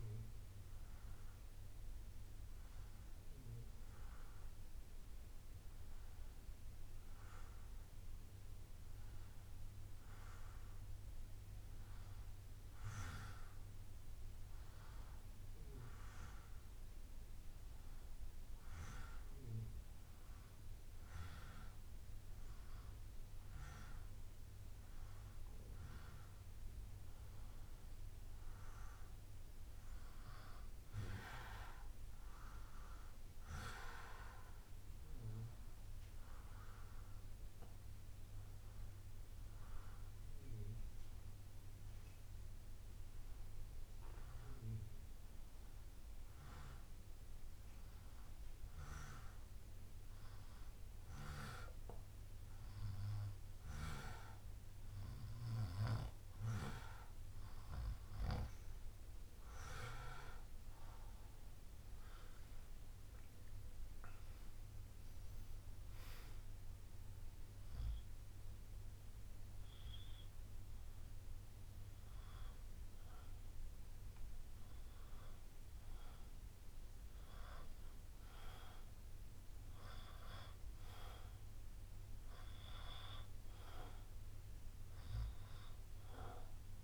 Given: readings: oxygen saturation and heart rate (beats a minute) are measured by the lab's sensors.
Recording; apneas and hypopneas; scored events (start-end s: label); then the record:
breathing in sleep by a room microphone; 2
0.00-11.00 s: oxygen desaturation (device-marked, oxygen 93% lowest, heart rate 59 extreme)
15.50-28.00 s: hypopnea (oxygen 97% before, 93% lowest, heart rate 61 before, 59 extreme, up 1 after)
30.50-34.00 s: arousal
47.00-57.50 s: hypopnea (oxygen 97% before, 93% lowest, heart rate 61 before, 61 extreme, up 7 after)
61.00-65.50 s: arousal
82.50-86.00 s: arousal
From the record:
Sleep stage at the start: N2 (light sleep); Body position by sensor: on the back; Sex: male